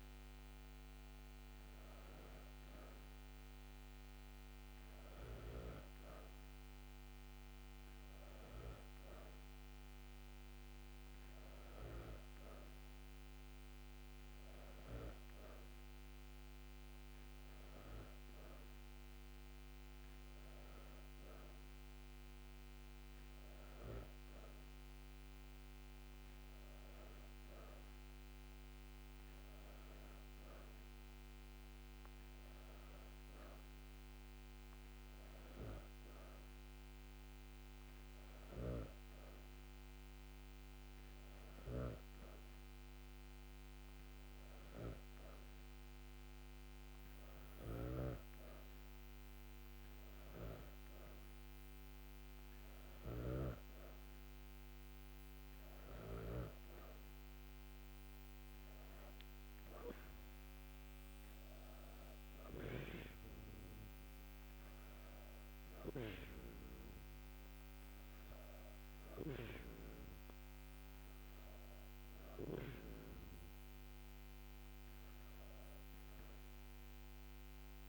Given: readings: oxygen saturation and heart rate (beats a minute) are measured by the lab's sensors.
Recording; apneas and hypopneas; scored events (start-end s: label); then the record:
breathing in sleep by a microphone on the trachea; none
none scored
From the record:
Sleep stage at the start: N2 (light sleep); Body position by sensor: on the back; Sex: female